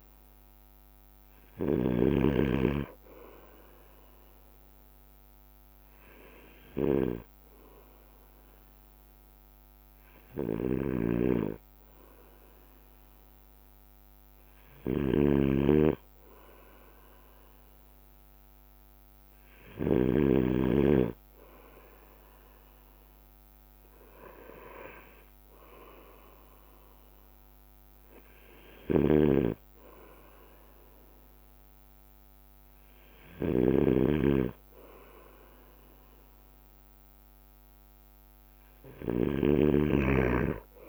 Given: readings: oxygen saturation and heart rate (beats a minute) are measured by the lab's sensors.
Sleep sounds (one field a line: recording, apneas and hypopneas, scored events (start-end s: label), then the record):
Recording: breathing in sleep by a microphone on the trachea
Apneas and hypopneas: none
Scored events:
0.00-2.50 s: bradycardia (device-marked, heart rate 54 extreme)
0.00-20.50 s: snoring (device-marked)
5.50-21.50 s: bradycardia (device-marked, heart rate 57 before, 56 extreme)
27.50-40.89 s: bradycardia (device-marked, heart rate 57 before, 54 extreme)
29.00-39.50 s: snoring (device-marked)
From the record:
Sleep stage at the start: N2 (light sleep)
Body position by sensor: on the right side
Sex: male